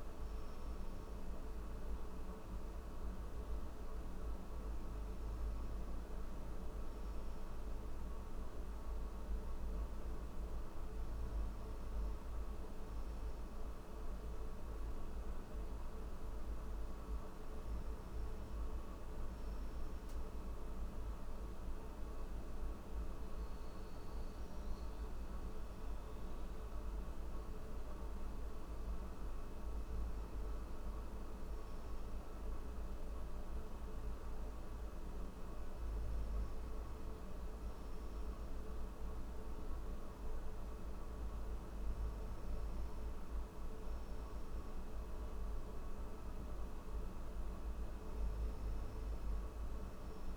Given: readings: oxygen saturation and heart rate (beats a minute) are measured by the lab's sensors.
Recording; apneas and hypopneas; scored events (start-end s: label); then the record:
breathing in sleep, hard to hear, by a room microphone; none
none scored
From the record:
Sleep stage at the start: N3 (deep sleep); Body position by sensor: on the back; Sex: male